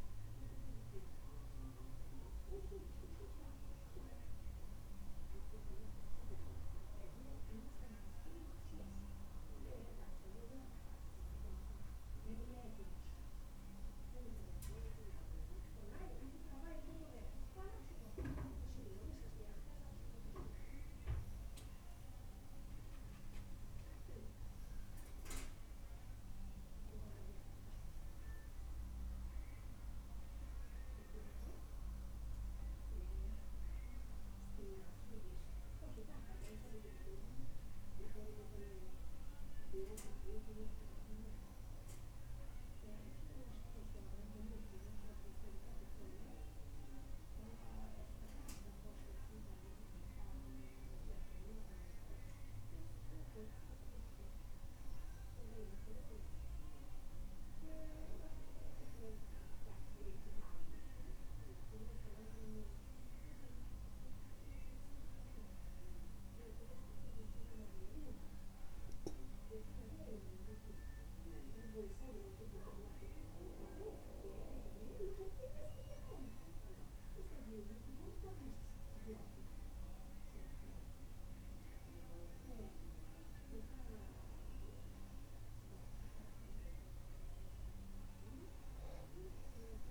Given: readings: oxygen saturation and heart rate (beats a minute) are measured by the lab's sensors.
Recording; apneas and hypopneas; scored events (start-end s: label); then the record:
breathing in sleep by a room microphone; none
none scored
From the record:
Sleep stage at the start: N2 (light sleep); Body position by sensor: on the back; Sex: male